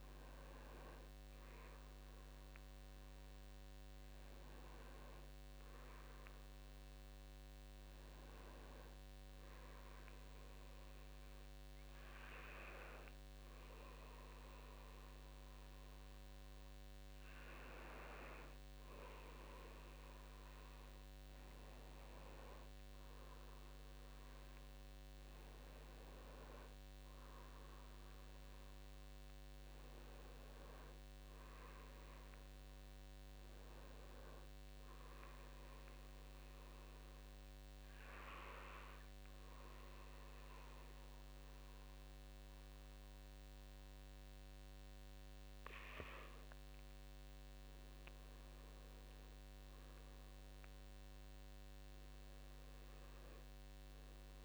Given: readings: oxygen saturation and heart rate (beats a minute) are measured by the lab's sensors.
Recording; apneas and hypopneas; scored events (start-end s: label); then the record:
breathing in sleep by a microphone on the trachea; 2
9.50-21.00 s: hypopnea (oxygen 93% before, 88% lowest, heart rate 67 before, 58 extreme, up 10 after)
24.00-28.00 s: arousal
35.50-46.50 s: obstructive apnea (oxygen 93% before, 88% lowest, heart rate 64 before, 58 extreme, up 7 after)
51.00-54.45 s: oxygen desaturation (device-marked, oxygen 94% before, 88% lowest, heart rate 63 before, 58 extreme)
From the record:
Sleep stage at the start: REM sleep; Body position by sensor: on the back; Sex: male